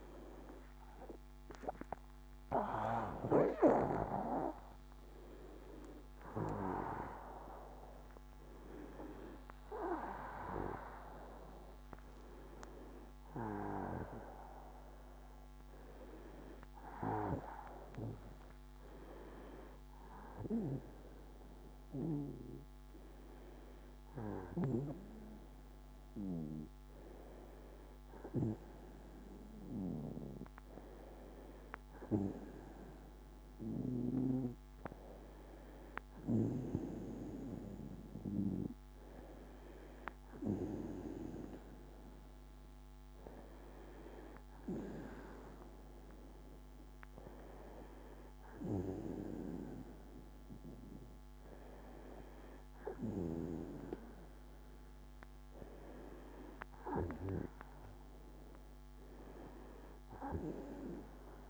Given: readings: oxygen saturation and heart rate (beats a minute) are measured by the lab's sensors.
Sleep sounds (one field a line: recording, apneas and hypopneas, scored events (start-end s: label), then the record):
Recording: a person partly awake in a sleep study, by a microphone on the trachea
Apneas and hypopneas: none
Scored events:
15.00-61.50 s: new sleep stage, N1 (lightest sleep)
From the record:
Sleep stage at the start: awake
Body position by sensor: on the back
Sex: female